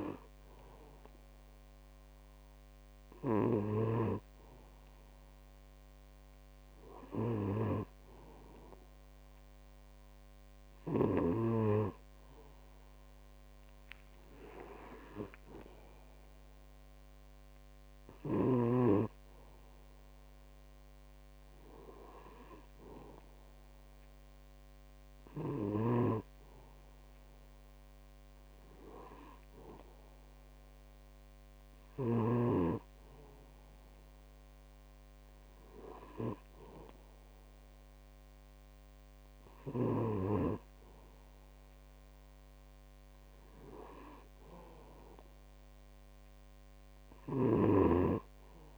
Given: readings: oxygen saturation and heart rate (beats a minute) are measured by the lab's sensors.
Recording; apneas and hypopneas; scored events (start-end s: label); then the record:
breathing in sleep by a microphone on the trachea; none
none scored
From the record:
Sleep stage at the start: N2 (light sleep); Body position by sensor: on the back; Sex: male